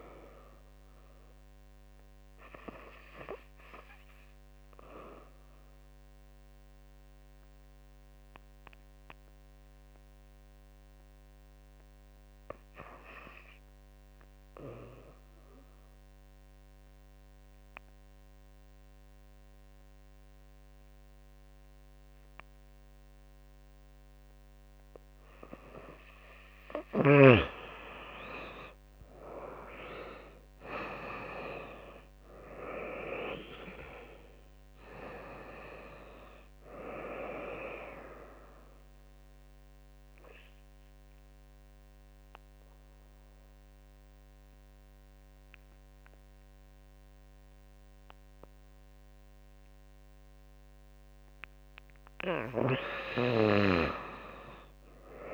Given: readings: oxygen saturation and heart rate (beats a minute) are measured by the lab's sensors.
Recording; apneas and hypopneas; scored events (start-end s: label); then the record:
breathing in sleep by a microphone on the trachea; 2
6.00-18.00 s: drop in pulse transit time (device-marked, heart rate 80 before, 75 extreme)
9.00-26.00 s: oxygen desaturation (device-marked, oxygen 96% before, 88% lowest, heart rate 79 before, 75 extreme)
15.00-26.50 s: obstructive apnea (oxygen 97% before, 85% lowest, heart rate 79 before, 76 extreme, up 19 after)
28.00-31.50 s: arousal
29.00-41.00 s: drop in pulse transit time (device-marked, heart rate 78 before, 79 extreme)
31.00-53.00 s: oxygen desaturation (device-marked, oxygen 92% before, 85% lowest, heart rate 79 before, 76 extreme)
40.00-51.00 s: obstructive apnea (oxygen 92% before, 85% lowest, heart rate 85 before, 78 extreme, up 12 after)
52.50-54.50 s: arousal
From the record:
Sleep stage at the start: N2 (light sleep); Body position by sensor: on the back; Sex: female